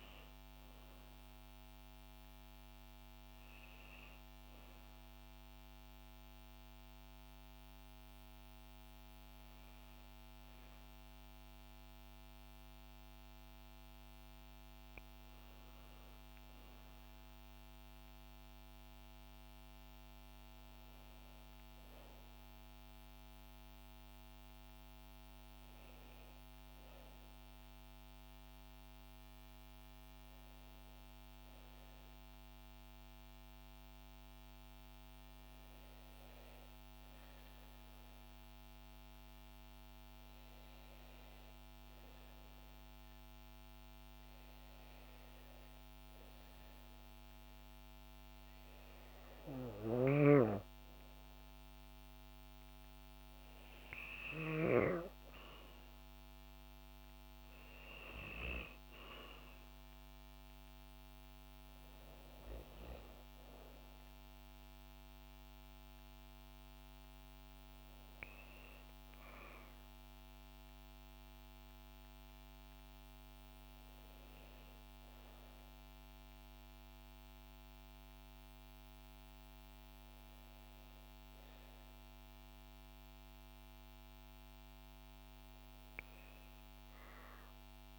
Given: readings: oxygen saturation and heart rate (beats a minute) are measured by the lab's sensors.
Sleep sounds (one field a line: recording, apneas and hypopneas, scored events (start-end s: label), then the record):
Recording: breathing in sleep, hard to hear, by a microphone on the trachea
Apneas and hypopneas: 1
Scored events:
33.50-46.50 s: hypopnea (oxygen 94% before, 90% lowest, heart rate 65 before, 59 extreme, up 4 after)
48.00-51.50 s: arousal
48.50-75.50 s: oxygen desaturation (device-marked, oxygen 93% before, 90% lowest, heart rate 61 before, 59 extreme)
From the record:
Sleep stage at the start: N2 (light sleep)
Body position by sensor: on the back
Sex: female